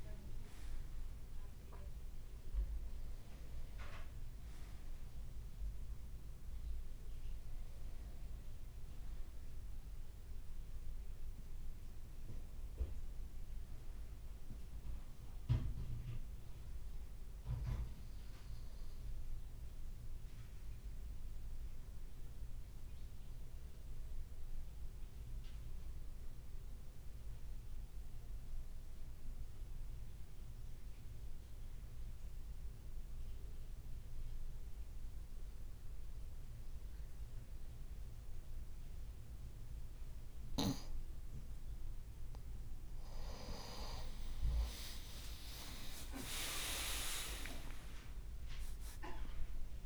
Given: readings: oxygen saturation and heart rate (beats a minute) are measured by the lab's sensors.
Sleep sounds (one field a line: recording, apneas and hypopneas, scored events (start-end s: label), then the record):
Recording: breathing in sleep by a room microphone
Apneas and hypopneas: 1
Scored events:
12.00-16.50 s: arousal
18.50-26.50 s: oxygen desaturation (device-marked, oxygen 96% before, 93% lowest, heart rate 58 before, 52 extreme)
21.50-42.50 s: obstructive apnea (oxygen 96% before, 93% lowest, heart rate 57 before, 52 extreme, up 8 after)
44.50-49.50 s: arousal
45.50-49.50 s: leg movement (device-marked)
From the record:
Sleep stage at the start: N2 (light sleep)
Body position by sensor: on the right side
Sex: male